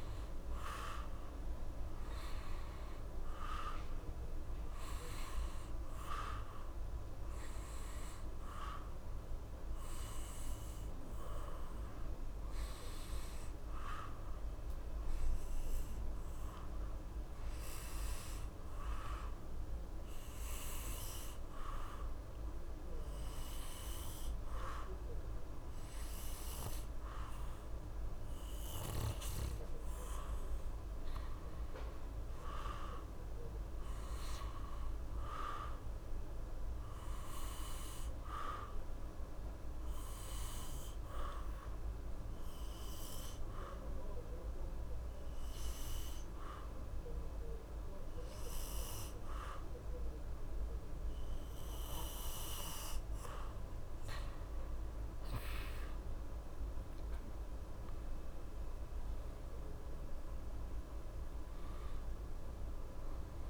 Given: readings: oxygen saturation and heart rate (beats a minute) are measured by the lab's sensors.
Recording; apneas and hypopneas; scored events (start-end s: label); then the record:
breathing in sleep by a room microphone; 1
24.00-29.50 s: arousal
41.50-54.00 s: obstructive apnea (oxygen 94% before, 90% lowest, heart rate 70 before, 68 extreme, up 1 after)
55.00-59.50 s: arousal
60.00-63.50 s: oxygen desaturation (device-marked, oxygen 94% before, 90% lowest, heart rate 70 before, 67 extreme)
From the record:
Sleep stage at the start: N2 (light sleep); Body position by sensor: on the back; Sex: male